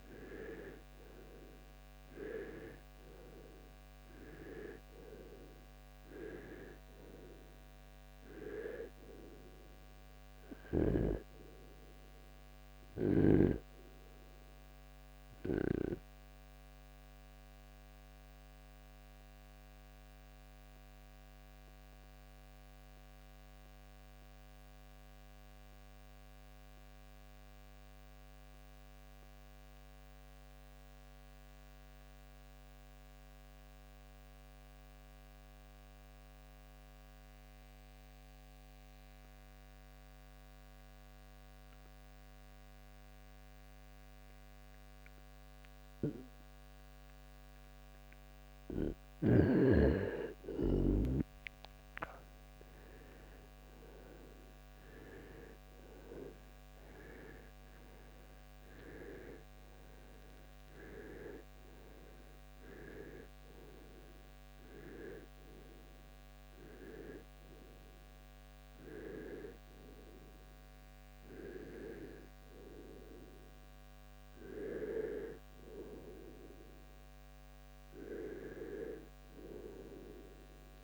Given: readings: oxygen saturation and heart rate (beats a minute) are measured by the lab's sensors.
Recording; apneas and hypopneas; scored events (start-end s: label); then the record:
breathing in sleep by a microphone on the trachea; 1
1.50-80.84 s: new sleep stage, N2 (light sleep)
14.50-41.50 s: oxygen desaturation (device-marked, oxygen 96% before, 86% lowest, heart rate 67 before, 38 extreme)
15.50-48.50 s: obstructive apnea (oxygen 97% before, 83% lowest, heart rate 68 before, 38 extreme, up 36 after)
49.50-54.00 s: arousal
78.50-80.84 s: arousal
From the record:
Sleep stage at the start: REM sleep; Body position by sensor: on the right side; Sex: male